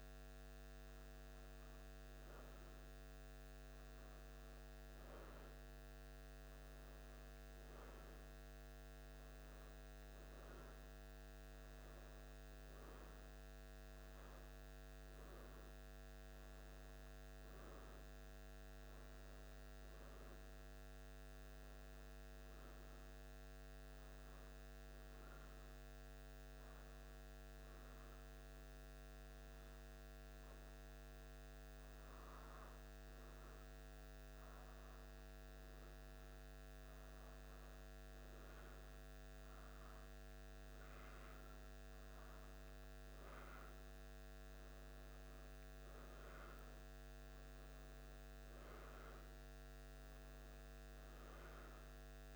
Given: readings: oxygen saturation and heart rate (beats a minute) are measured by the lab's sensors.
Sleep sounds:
breathing in sleep, hard to hear, by a microphone on the trachea; none
31.50-52.36 s: new sleep stage, N2 (light sleep)
From the record:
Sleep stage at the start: N1 (lightest sleep); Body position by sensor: on the back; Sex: male

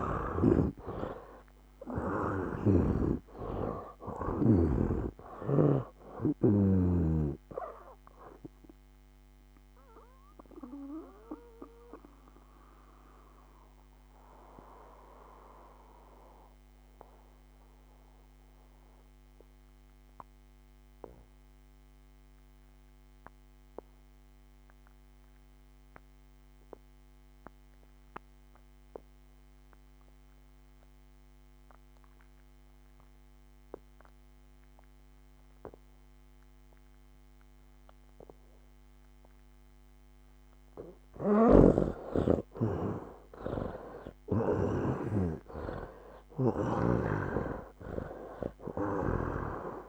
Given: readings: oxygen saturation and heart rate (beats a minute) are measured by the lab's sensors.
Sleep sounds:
breathing in sleep by a microphone on the trachea; 1
0.00-2.00 s: arousal
0.00-32.00 s: oxygen desaturation (device-marked, oxygen 78% lowest, heart rate 68 extreme)
2.50-6.00 s: snoring (device-marked)
9.00-41.00 s: mixed apnea (oxygen 97% before, 77% lowest, heart rate 74 before, 68 extreme, up 10 after)
36.00-49.89 s: oxygen desaturation (device-marked, oxygen 98% before, 77% lowest, heart rate 72 before, 66 extreme)
41.00-45.00 s: snoring (device-marked)
43.50-48.50 s: arousal
47.00-49.89 s: snoring (device-marked)
From the record:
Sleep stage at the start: N2 (light sleep); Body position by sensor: on the back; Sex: male

